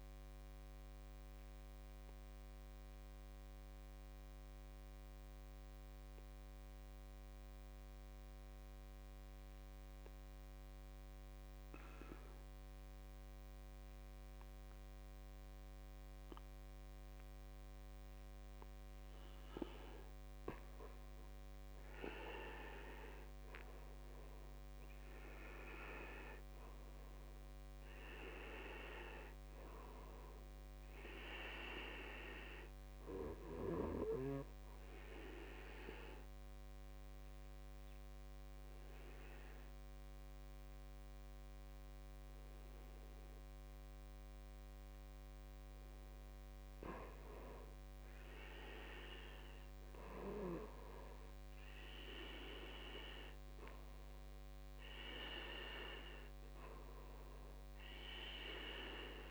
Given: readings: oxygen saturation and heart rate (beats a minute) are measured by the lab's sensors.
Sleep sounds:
breathing in sleep by a microphone on the trachea; 2
1.00-19.50 s: obstructive apnea (oxygen 99% before, 91% lowest, heart rate 54 before, 52 extreme, up 12 after)
22.50-26.50 s: arousal
34.00-46.50 s: obstructive apnea (oxygen 99% before, 91% lowest, heart rate 60 before, 52 extreme, up 6 after)
39.50-52.50 s: oxygen desaturation (device-marked, oxygen 96% before, 91% lowest, heart rate 61 before, 52 extreme)
52.50-55.50 s: arousal
From the record:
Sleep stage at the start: N2 (light sleep); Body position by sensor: on the back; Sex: male

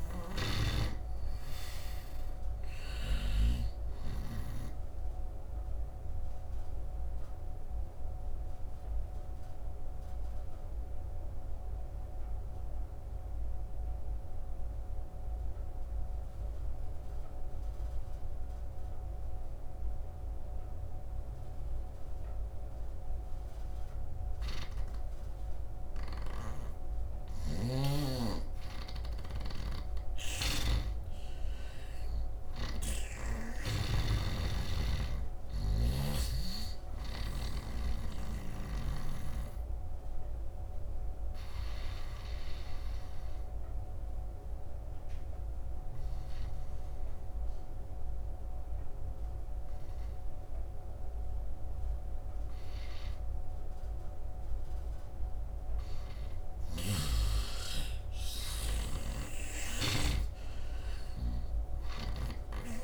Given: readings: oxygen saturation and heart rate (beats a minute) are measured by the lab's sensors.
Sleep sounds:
breathing in sleep by a room microphone; 2
0.00-3.50 s: snoring (device-marked)
0.00-19.00 s: oxygen desaturation (device-marked, oxygen 82% lowest, heart rate 67 extreme)
4.50-28.00 s: obstructive apnea (oxygen 100% before, 82% lowest, heart rate 73 before, 67 extreme, up 9 after)
27.00-33.50 s: snoring (device-marked)
27.00-55.00 s: oxygen desaturation (device-marked, oxygen 100% before, 90% lowest, heart rate 70 before, 70 extreme)
31.50-35.50 s: arousal
38.00-55.00 s: obstructive apnea (oxygen 100% before, 79% lowest, heart rate 72 before, 70 extreme, up 8 after)
57.00-60.50 s: arousal
57.00-62.84 s: oxygen desaturation (device-marked, oxygen 98% before, 90% lowest, heart rate 75 before, 66 extreme)
58.50-62.00 s: snoring (device-marked)
From the record:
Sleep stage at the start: N2 (light sleep); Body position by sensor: on the right side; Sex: male

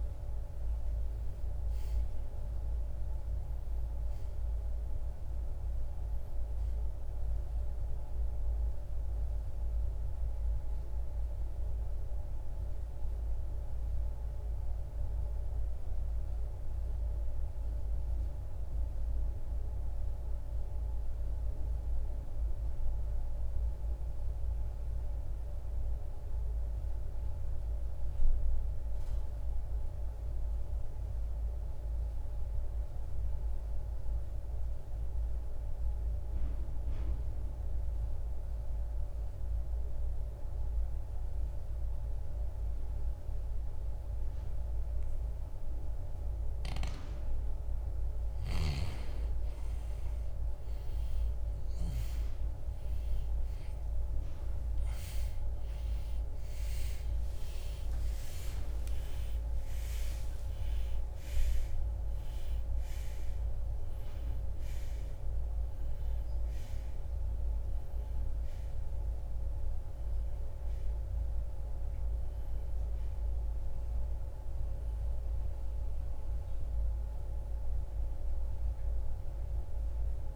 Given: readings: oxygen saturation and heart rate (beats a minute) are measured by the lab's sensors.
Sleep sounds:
breathing in sleep, hard to hear, by a room microphone; 1
0.00-39.50 s: oxygen desaturation (device-marked, oxygen 80% lowest, heart rate 43 extreme)
12.50-47.00 s: mixed apnea (oxygen 97% before, 80% lowest, heart rate 77 before, 43 extreme, up 30 after)
50.50-57.00 s: arousal
From the record:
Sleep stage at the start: N2 (light sleep); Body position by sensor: on the right side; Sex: male

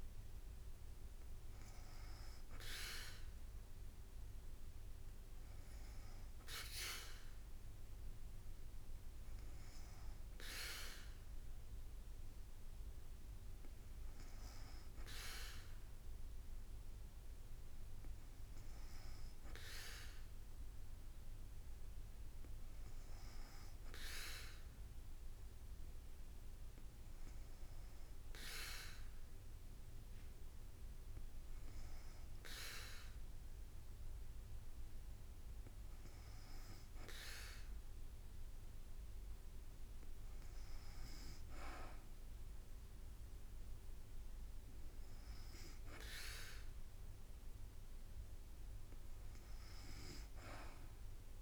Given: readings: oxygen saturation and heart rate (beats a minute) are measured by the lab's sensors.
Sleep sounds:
breathing in sleep by a room microphone; none
none scored
From the record:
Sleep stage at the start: N2 (light sleep); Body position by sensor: on the back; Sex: female

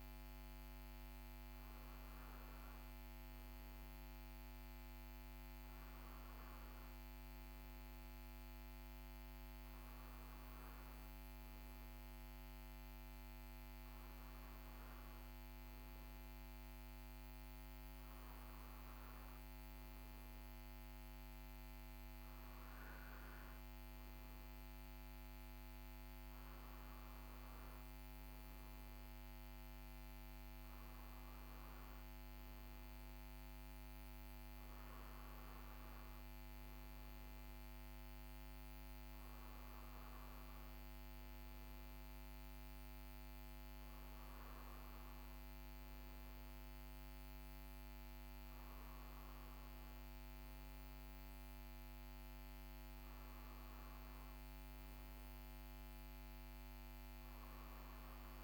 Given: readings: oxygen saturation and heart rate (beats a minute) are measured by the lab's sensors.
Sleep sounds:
breathing in sleep, hard to hear, by a microphone on the trachea; none
none scored
From the record:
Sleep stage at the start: N1 (lightest sleep); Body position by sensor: on the right side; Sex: male

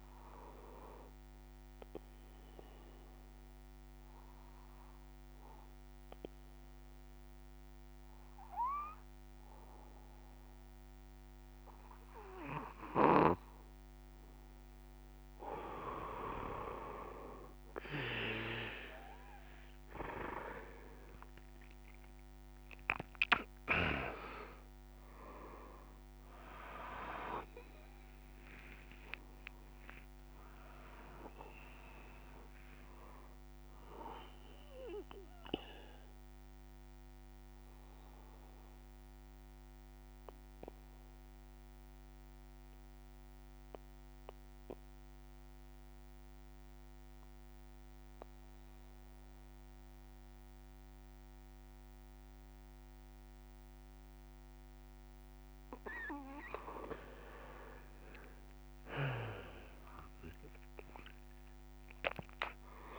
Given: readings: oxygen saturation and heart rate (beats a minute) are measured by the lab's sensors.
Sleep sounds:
breathing in sleep by a microphone on the trachea; 2
0.00-1.00 s: oxygen desaturation (device-marked, oxygen 92% lowest)
0.50-15.50 s: obstructive apnea (oxygen 96% before, 92% lowest)
21.00-46.00 s: oxygen desaturation (device-marked, oxygen 99% before, 92% lowest)
35.00-55.50 s: mixed apnea (oxygen 99% before, 92% lowest)
From the record:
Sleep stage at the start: N3 (deep sleep); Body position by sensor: on the back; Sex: male

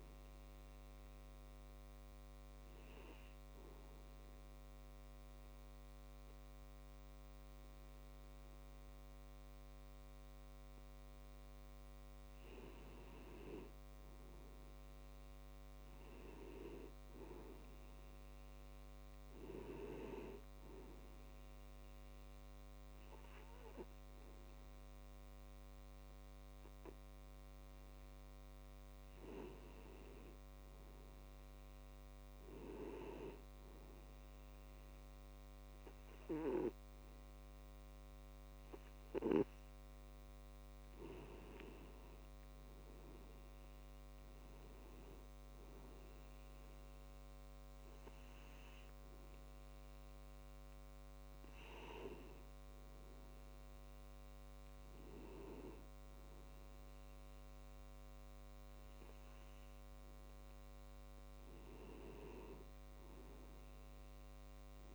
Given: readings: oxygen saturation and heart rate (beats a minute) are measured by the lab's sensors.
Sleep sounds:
breathing in sleep by a microphone on the trachea; 2
3.50-13.50 s: obstructive apnea (oxygen 95% before, 92% lowest)
15.00-18.00 s: arousal
20.50-30.50 s: obstructive apnea (oxygen 95% before, 92% lowest)
22.00-36.00 s: oxygen desaturation (device-marked, oxygen 95% before, 92% lowest)
31.00-34.50 s: arousal
39.00-60.00 s: tachycardia (device-marked)
61.00-64.00 s: arousal
From the record:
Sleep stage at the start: N2 (light sleep); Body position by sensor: on the back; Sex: male

